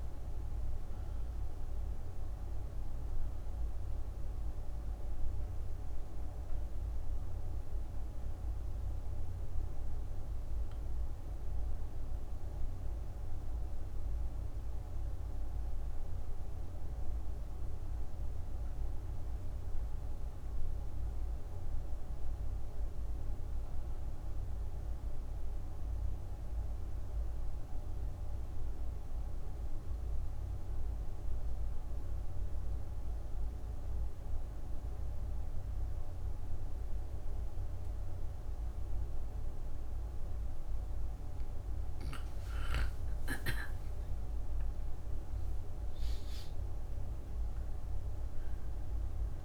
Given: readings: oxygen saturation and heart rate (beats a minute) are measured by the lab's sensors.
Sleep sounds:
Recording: breathing in sleep, hard to hear, by a room microphone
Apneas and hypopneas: 1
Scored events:
0.00-24.00 s: oxygen desaturation (device-marked, oxygen 85% lowest)
13.00-41.50 s: obstructive apnea (oxygen 99% before, 81% lowest)
38.00-49.45 s: oxygen desaturation (device-marked, oxygen 98% before, 81% lowest)
43.00-46.50 s: arousal
From the record:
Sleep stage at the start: N2 (light sleep)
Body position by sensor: on the back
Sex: female

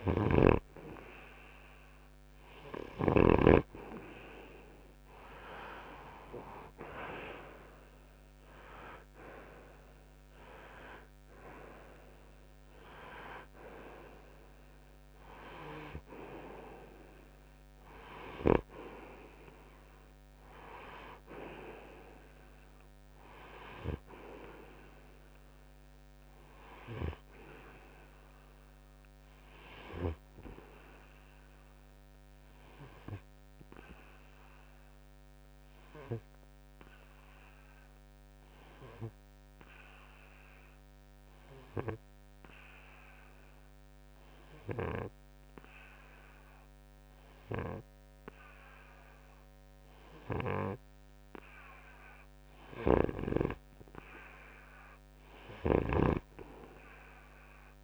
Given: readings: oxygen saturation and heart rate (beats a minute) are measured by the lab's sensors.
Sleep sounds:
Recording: breathing in sleep by a microphone on the trachea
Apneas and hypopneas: 1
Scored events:
0.00-3.50 s: snoring (device-marked)
7.00-11.00 s: arousal
35.00-50.00 s: obstructive apnea (oxygen 91% before, 89% lowest, heart rate 63 before, 63 extreme, up 4 after)
From the record:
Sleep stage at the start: N2 (light sleep)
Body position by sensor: on the front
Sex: male

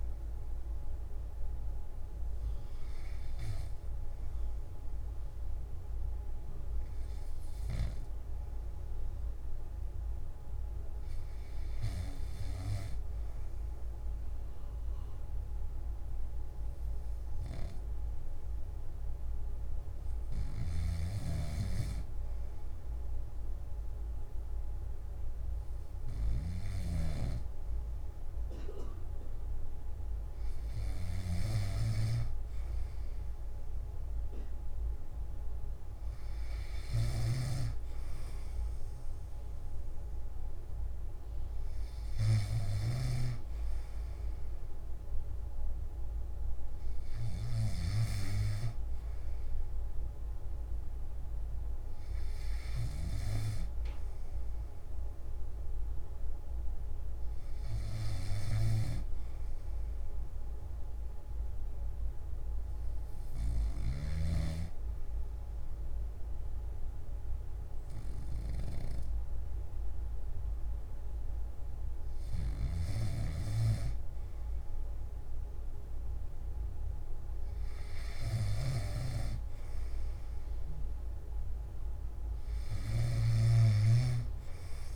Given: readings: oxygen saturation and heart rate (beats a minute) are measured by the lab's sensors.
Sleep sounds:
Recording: breathing in sleep by a room microphone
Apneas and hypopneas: 2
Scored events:
8.00-21.50 s: hypopnea (oxygen 98% before, 96% lowest, heart rate 65 before, 61 extreme, up 0 after)
20.50-27.00 s: snoring (device-marked)
60.00-73.00 s: hypopnea (oxygen 97% before, 96% lowest, heart rate 64 before, 60 extreme, up 2 after)
From the record:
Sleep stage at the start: N3 (deep sleep)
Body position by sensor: on the back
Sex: male

